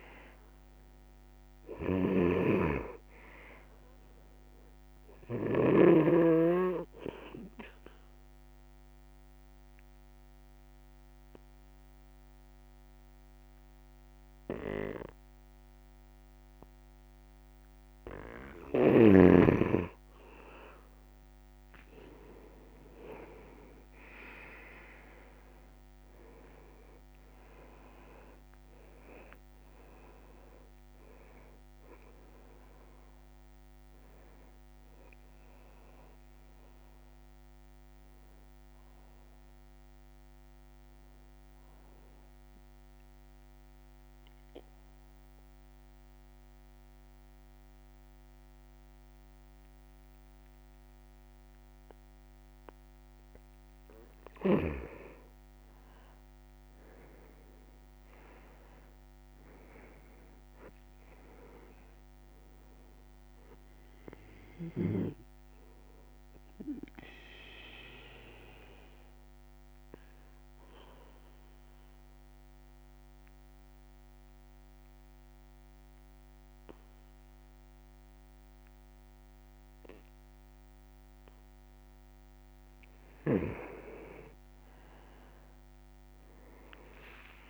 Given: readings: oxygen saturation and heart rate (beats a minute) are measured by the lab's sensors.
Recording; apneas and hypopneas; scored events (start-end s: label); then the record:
breathing in sleep by a microphone on the trachea; 3
0.00-2.00 s: arousal
0.00-6.00 s: snoring (device-marked)
6.00-17.50 s: obstructive apnea (oxygen 98% before, 90% lowest, heart rate 70 before, 67 extreme, up 18 after)
10.00-25.00 s: oxygen desaturation (device-marked, oxygen 98% before, 91% lowest, heart rate 70 before, 66 extreme)
20.00-25.00 s: arousal
40.50-53.50 s: mixed apnea (oxygen 97% before, 90% lowest, heart rate 105 before, 65 extreme, up 5 after)
45.00-61.00 s: oxygen desaturation (device-marked, oxygen 95% before, 90% lowest, heart rate 105 before, 65 extreme)
55.00-59.50 s: arousal
68.00-81.50 s: obstructive apnea (oxygen 99% before, 90% lowest, heart rate 70 before, 65 extreme, up 35 after)
72.00-85.00 s: oxygen desaturation (device-marked, oxygen 99% before, 90% lowest, heart rate 71 before, 65 extreme)
84.00-87.50 s: new sleep stage, N1 (lightest sleep)
From the record:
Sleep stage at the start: N2 (light sleep); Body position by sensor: on the back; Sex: male